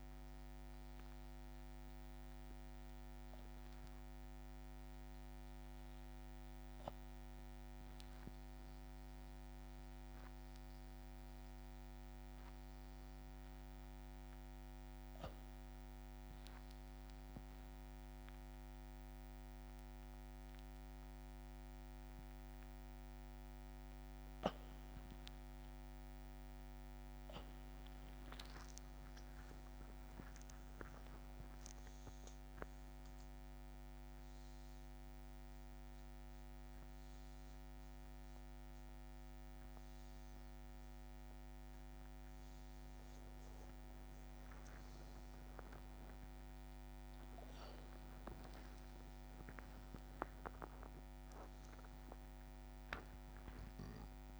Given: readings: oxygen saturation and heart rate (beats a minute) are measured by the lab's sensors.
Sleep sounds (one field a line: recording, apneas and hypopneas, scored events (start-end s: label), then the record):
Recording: a person awake in a sleep study, hard to hear, by a microphone on the trachea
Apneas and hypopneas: none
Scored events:
0.00-1.00 s: long interval between heartbeats (device-marked, heart rate 123 extreme)
5.50-10.50 s: tachycardia (device-marked, heart rate 63 before, 107 extreme)
8.50-10.50 s: long interval between heartbeats (device-marked, heart rate 107 before, 106 extreme)
24.50-38.50 s: tachycardia (device-marked, heart rate 65 before, 112 extreme)
48.50-50.50 s: long interval between heartbeats (device-marked, heart rate 103 before, 94 extreme)
48.50-53.50 s: tachycardia (device-marked, heart rate 67 before, 110 extreme)
50.50-52.50 s: long interval between heartbeats (device-marked, heart rate 101 before, 100 extreme)
From the record:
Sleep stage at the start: awake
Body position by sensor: upright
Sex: male